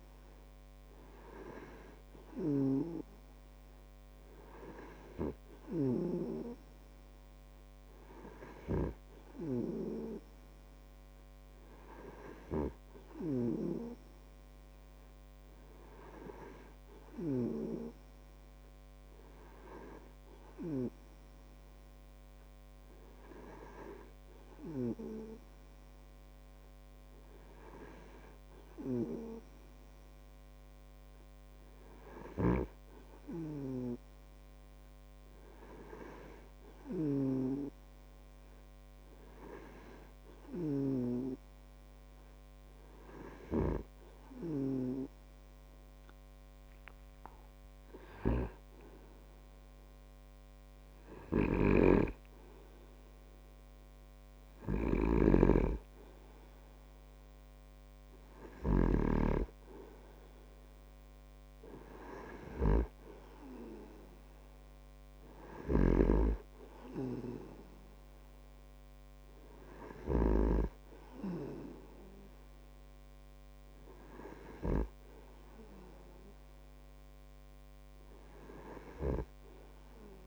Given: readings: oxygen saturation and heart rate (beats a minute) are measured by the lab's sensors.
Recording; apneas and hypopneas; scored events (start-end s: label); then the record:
breathing in sleep by a microphone on the trachea; none
0.00-3.50 s: snoring (device-marked)
13.00-18.00 s: snoring (device-marked)
32.50-71.00 s: snoring (device-marked)
From the record:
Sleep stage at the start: N2 (light sleep); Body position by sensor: on the back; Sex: male